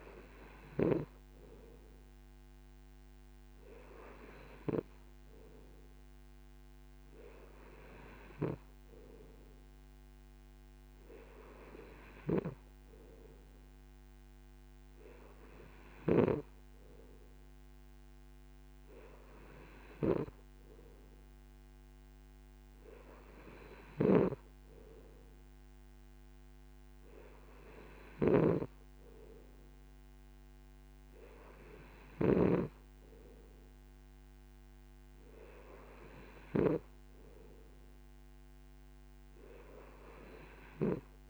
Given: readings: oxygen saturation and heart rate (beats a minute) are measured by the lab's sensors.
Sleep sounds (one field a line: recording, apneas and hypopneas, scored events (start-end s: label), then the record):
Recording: breathing in sleep by a microphone on the trachea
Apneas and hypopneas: none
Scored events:
none scored
From the record:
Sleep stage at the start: N2 (light sleep)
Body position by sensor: on the right side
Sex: male